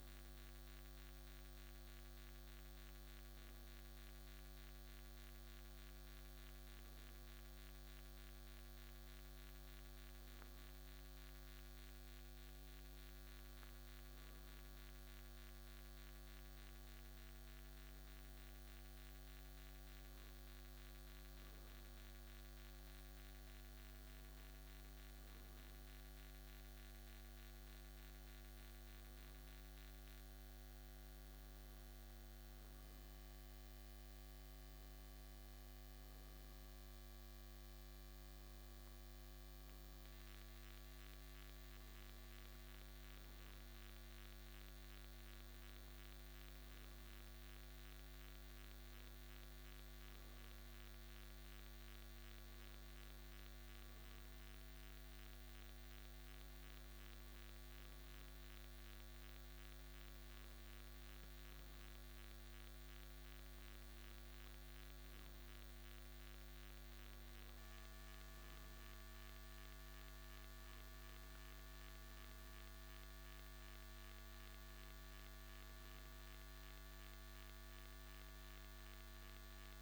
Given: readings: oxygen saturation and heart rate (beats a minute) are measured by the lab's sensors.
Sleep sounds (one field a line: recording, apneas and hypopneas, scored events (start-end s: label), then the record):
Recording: breathing in sleep, hard to hear, by a microphone on the trachea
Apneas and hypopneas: none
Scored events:
40.00-79.82 s: new sleep stage, N2 (light sleep)
From the record:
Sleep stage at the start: N1 (lightest sleep)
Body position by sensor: on the back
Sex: male